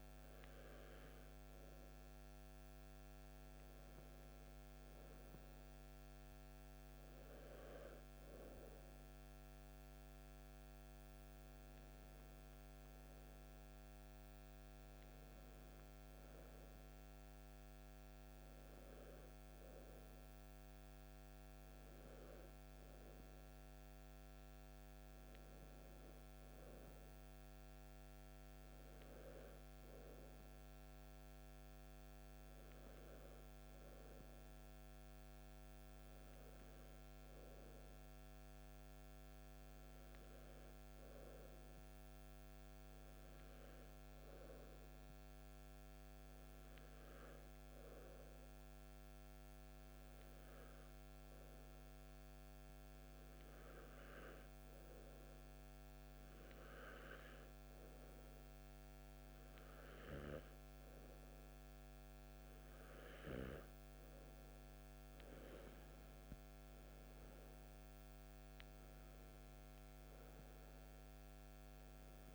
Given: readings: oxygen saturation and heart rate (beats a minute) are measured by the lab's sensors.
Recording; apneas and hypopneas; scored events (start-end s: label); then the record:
breathing in sleep, hard to hear, by a microphone on the trachea; 1
0.00-2.50 s: oxygen desaturation (device-marked, oxygen 94% lowest, heart rate 49 extreme)
46.50-63.50 s: obstructive apnea (oxygen 97% before, 95% lowest, heart rate 54 before, 57 extreme, up 8 after)
66.50-70.50 s: arousal
From the record:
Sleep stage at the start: N2 (light sleep); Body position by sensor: on the back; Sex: male